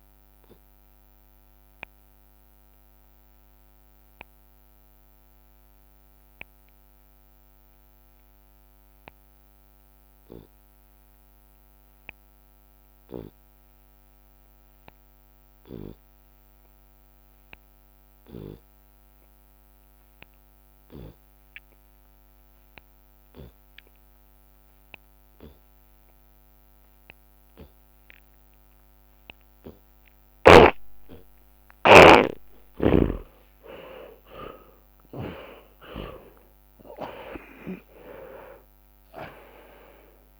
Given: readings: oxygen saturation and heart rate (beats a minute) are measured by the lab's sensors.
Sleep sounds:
breathing in sleep by a microphone on the trachea; 1
1.00-32.50 s: obstructive apnea (oxygen 99% before, 74% lowest)
5.50-7.50 s: long interval between heartbeats (device-marked, heart rate 114 before, 55 extreme)
11.50-25.50 s: oxygen desaturation (device-marked, oxygen 97% before, 83% lowest, heart rate 95 before, 26 extreme)
14.00-16.00 s: long interval between heartbeats (device-marked, heart rate 87 before, 65 extreme)
14.50-24.50 s: tachycardia (device-marked, heart rate 70 before, 128 extreme)
16.50-18.50 s: long interval between heartbeats (device-marked, heart rate 74 before, 94 extreme)
18.50-20.50 s: long interval between heartbeats (device-marked, heart rate 69 before, 115 extreme)
21.00-23.00 s: long interval between heartbeats (device-marked, heart rate 69 before, 122 extreme)
24.50-26.50 s: long interval between heartbeats (device-marked, heart rate 78 before, 102 extreme)
28.00-30.00 s: long interval between heartbeats (device-marked, heart rate 86 before, 91 extreme)
28.50-36.50 s: tachycardia (device-marked, heart rate 72 before, 159 extreme)
30.50-40.40 s: drop in pulse transit time (device-marked)
31.50-33.50 s: long interval between heartbeats (device-marked, heart rate 96 before, 120 extreme)
33.50-35.50 s: long interval between heartbeats (device-marked, heart rate 104 before, 156 extreme)
34.00-39.00 s: arousal
36.00-38.00 s: long interval between heartbeats (device-marked, heart rate 113 before, 157 extreme)
38.00-40.00 s: long interval between heartbeats (device-marked, heart rate 120 before, 136 extreme)
From the record:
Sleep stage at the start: N2 (light sleep); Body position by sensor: on the left side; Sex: male

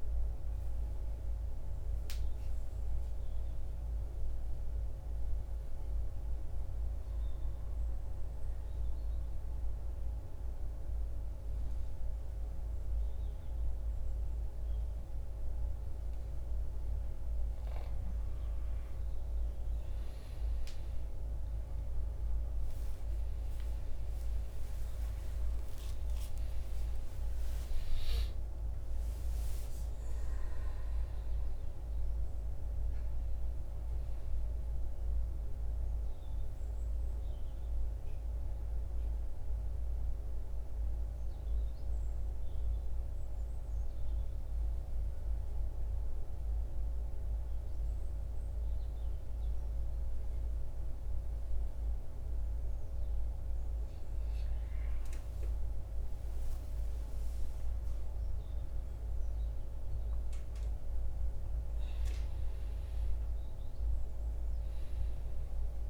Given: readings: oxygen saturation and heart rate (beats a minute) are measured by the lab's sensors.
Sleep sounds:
breathing in sleep, hard to hear, by a room microphone; 2
6.50-17.00 s: obstructive apnea (oxygen 98% before, 89% lowest, heart rate 68 before, 58 extreme, up 11 after)
18.00-42.00 s: oxygen desaturation (device-marked, oxygen 98% before, 89% lowest, heart rate 61 before, 53 extreme)
21.00-26.50 s: arousal
21.00-65.90 s: new sleep stage, N2 (light sleep)
38.00-52.00 s: central apnea (oxygen 98% before, 89% lowest, heart rate 70 before, 53 extreme, up 10 after)
54.50-59.00 s: arousal
59.00-65.90 s: oxygen desaturation (device-marked, oxygen 97% before, 89% lowest, heart rate 57 before, 53 extreme)
From the record:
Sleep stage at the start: N1 (lightest sleep); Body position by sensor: on the back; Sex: male

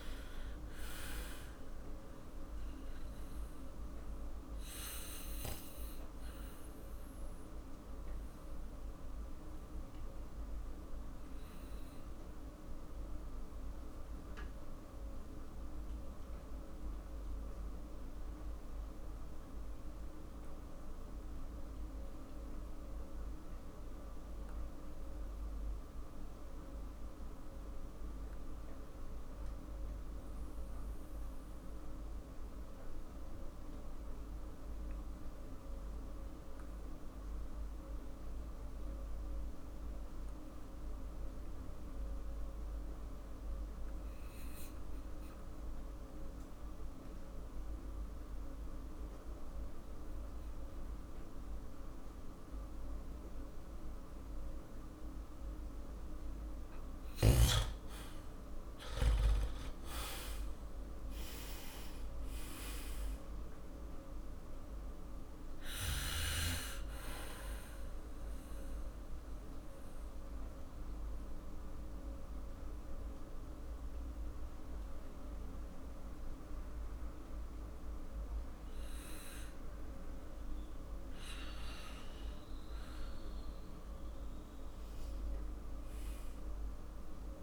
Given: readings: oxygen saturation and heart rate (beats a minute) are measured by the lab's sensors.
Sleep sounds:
breathing in sleep, hard to hear, by a room microphone; 2
3.00-56.00 s: obstructive apnea (oxygen 98% before, 84% lowest, heart rate 51 before, 44 extreme, up 14 after)
26.00-54.00 s: oxygen desaturation (device-marked, oxygen 96% before, 85% lowest, heart rate 46 before, 44 extreme)
57.00-87.43 s: new sleep stage, N2 (light sleep)
57.50-62.50 s: arousal
69.00-80.00 s: mixed apnea (oxygen 97% before, 84% lowest, heart rate 51 before, 47 extreme, up 7 after)
81.50-86.00 s: arousal
From the record:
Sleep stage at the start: REM sleep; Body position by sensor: on the back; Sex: male

